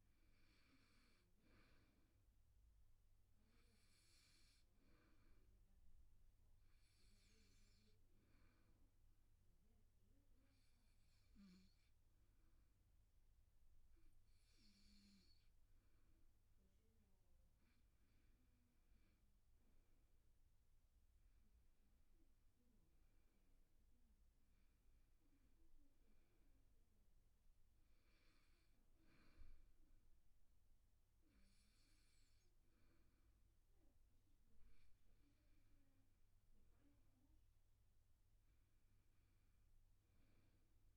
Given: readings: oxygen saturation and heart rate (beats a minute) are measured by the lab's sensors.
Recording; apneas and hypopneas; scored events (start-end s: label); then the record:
breathing in sleep, hard to hear, by a room microphone; 1
6.00-17.00 s: obstructive apnea (oxygen 97% before, 92% lowest, heart rate 73 before, 73 extreme, up 3 after)
20.50-24.00 s: arousal
25.50-39.50 s: oxygen desaturation (device-marked, oxygen 97% before, 92% lowest, heart rate 75 before, 72 extreme)
From the record:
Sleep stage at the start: N2 (light sleep); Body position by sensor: on the back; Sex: male